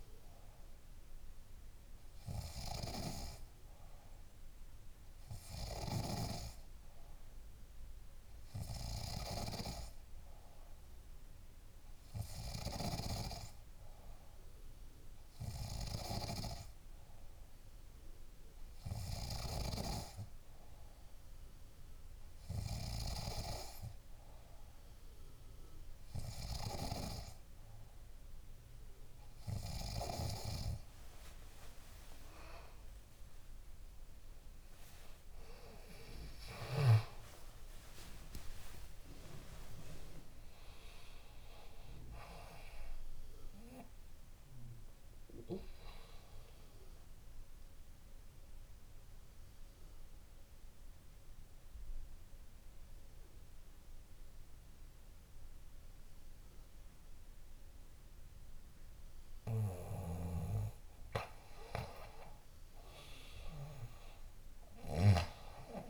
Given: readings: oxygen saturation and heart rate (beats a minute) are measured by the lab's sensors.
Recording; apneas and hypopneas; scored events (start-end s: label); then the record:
breathing in sleep by a room microphone; none
30.50-32.50 s: long interval between heartbeats (device-marked, heart rate 68 before, 75 extreme)
36.00-65.90 s: new sleep stage, N2 (light sleep)
37.00-42.50 s: arousal
39.00-41.00 s: long interval between heartbeats (device-marked, heart rate 74 before, 94 extreme)
42.00-44.00 s: long interval between heartbeats (device-marked, heart rate 78 before, 104 extreme)
63.00-65.90 s: arousal
From the record:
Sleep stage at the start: N3 (deep sleep); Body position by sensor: on the back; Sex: female